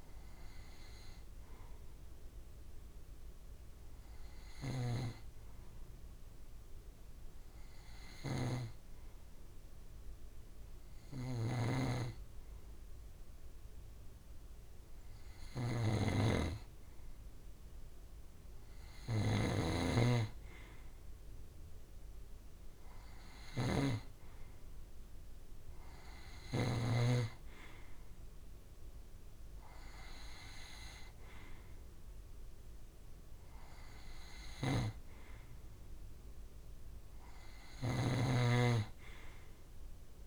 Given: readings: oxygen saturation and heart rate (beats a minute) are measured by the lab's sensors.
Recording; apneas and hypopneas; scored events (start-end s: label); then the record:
breathing in sleep by a room microphone; 1
0.50-14.00 s: hypopnea (oxygen 94% before, 92% lowest)
4.00-8.50 s: snoring (device-marked)
10.50-26.50 s: snoring (device-marked)
17.50-21.00 s: arousal
34.00-38.00 s: snoring (device-marked)
From the record:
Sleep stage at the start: N2 (light sleep); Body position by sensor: on the right side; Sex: male